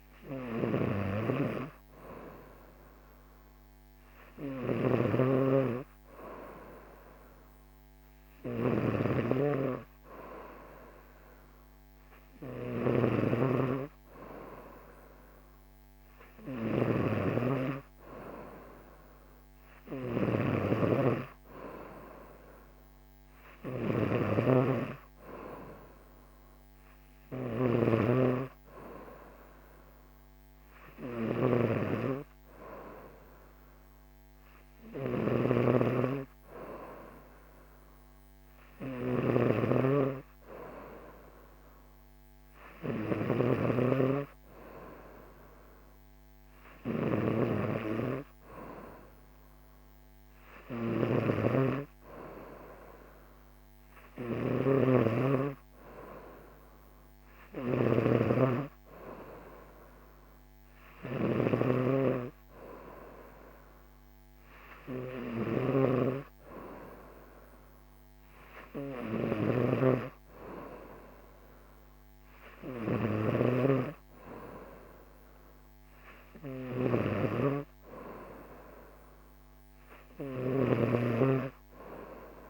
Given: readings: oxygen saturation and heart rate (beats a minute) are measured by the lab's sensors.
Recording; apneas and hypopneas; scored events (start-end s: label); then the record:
breathing in sleep by a microphone on the trachea; none
0.00-82.50 s: snoring (device-marked)
From the record:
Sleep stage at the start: N3 (deep sleep); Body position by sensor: on the right side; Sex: female